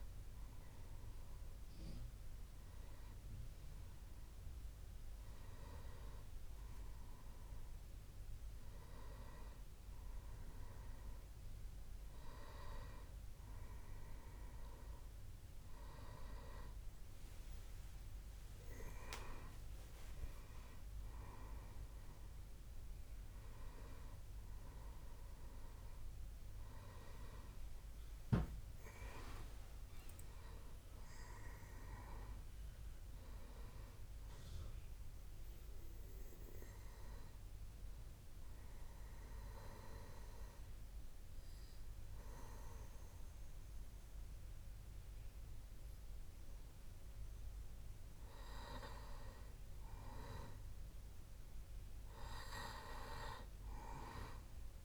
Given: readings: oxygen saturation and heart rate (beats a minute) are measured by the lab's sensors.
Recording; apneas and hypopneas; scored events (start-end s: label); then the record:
a person partly awake in a sleep study, by a room microphone; 1
8.50-54.85 s: new sleep stage, N1 (lightest sleep)
38.00-50.50 s: obstructive apnea (oxygen 98% before, 95% lowest, heart rate 76 before, 65 extreme, up 4 after)
From the record:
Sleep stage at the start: awake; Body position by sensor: on the back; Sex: male